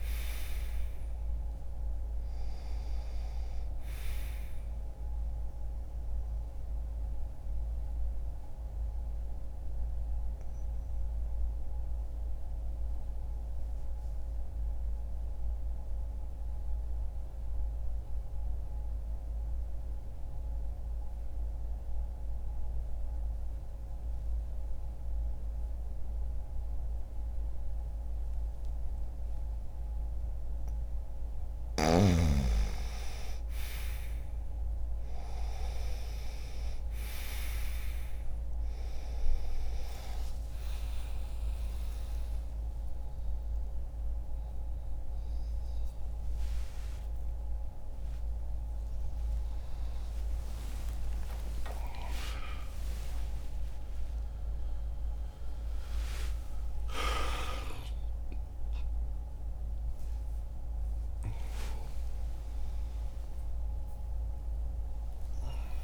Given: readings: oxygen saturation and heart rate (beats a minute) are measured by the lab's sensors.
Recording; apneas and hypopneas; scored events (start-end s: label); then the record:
a person partly awake in a sleep study, by a room microphone; 1
0.00-24.50 s: oxygen desaturation (device-marked, oxygen 91% lowest, heart rate 60 extreme)
5.50-30.00 s: obstructive apnea (oxygen 100% before, 91% lowest, heart rate 61 before, 60 extreme, up 0 after)
38.50-46.50 s: oxygen desaturation (device-marked, oxygen 97% before, 94% lowest)
43.50-65.84 s: new sleep stage, awake
From the record:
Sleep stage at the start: N2 (light sleep); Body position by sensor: on the back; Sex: male